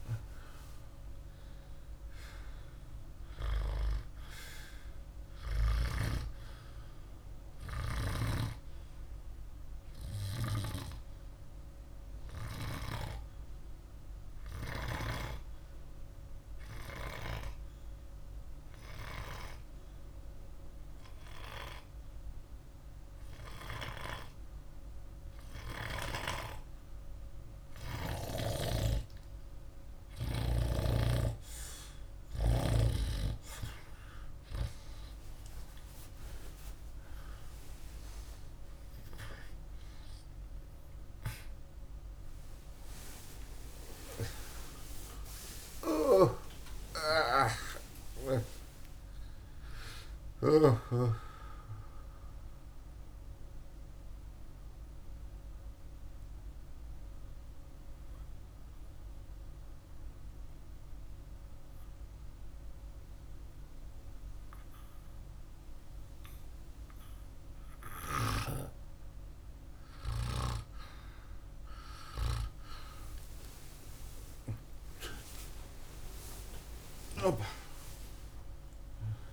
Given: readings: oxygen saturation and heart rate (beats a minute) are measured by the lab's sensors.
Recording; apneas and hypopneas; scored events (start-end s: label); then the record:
breathing in sleep by a room microphone; 2
0.00-0.50 s: arousal
15.50-28.00 s: obstructive apnea (oxygen 98% before, 94% lowest, heart rate 50 before, 48 extreme, up 1 after)
41.00-47.50 s: arousal
52.50-68.50 s: obstructive apnea (oxygen 98% before, 94% lowest, heart rate 64 before, 49 extreme, up 11 after)
72.50-77.00 s: arousal
From the record:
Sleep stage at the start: N2 (light sleep); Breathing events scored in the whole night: 209 in 5.7 hours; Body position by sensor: on the back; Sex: male